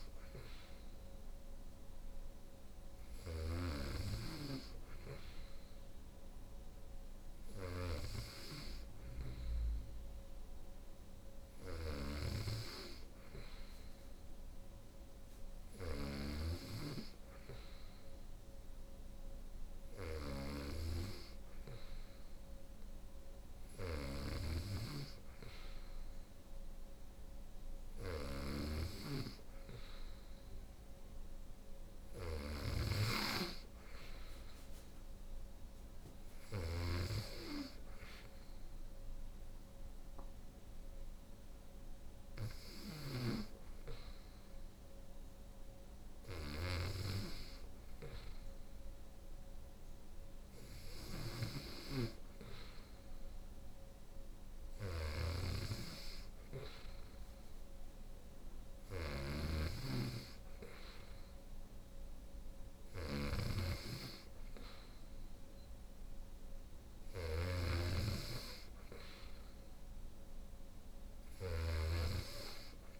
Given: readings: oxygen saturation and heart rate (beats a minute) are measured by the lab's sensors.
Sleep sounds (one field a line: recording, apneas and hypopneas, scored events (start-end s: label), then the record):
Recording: breathing in sleep by a room microphone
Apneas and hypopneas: none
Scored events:
0.00-36.00 s: snoring (device-marked)
42.00-73.00 s: snoring (device-marked)
From the record:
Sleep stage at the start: N3 (deep sleep)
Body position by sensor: on the right side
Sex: female